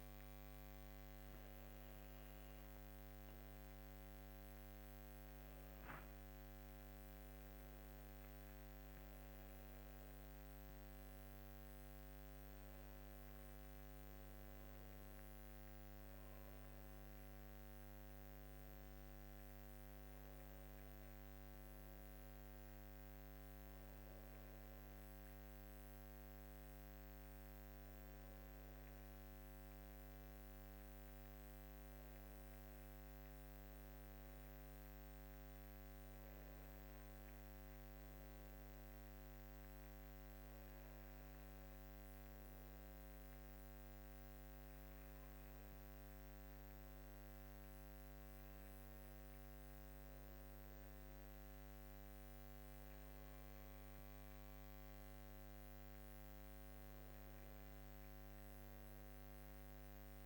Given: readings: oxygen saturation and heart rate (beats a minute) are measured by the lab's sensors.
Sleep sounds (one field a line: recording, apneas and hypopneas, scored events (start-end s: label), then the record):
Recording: breathing in sleep, hard to hear, by a microphone on the trachea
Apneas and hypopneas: none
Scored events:
none scored
From the record:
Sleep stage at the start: N2 (light sleep)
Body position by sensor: on the left side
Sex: female